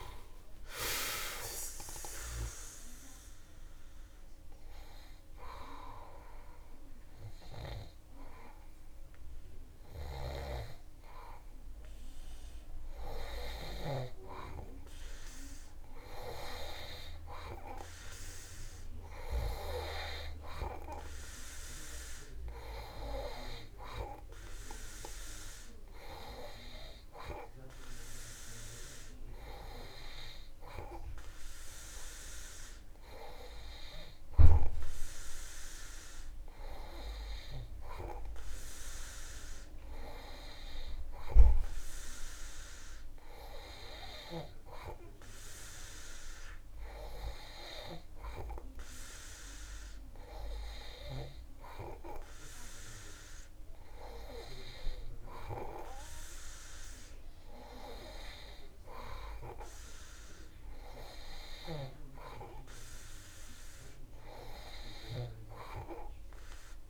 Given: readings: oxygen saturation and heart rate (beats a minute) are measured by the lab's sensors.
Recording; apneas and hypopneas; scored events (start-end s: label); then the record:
breathing in sleep by a room microphone; none
none scored
From the record:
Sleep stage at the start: N2 (light sleep); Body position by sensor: on the back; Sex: male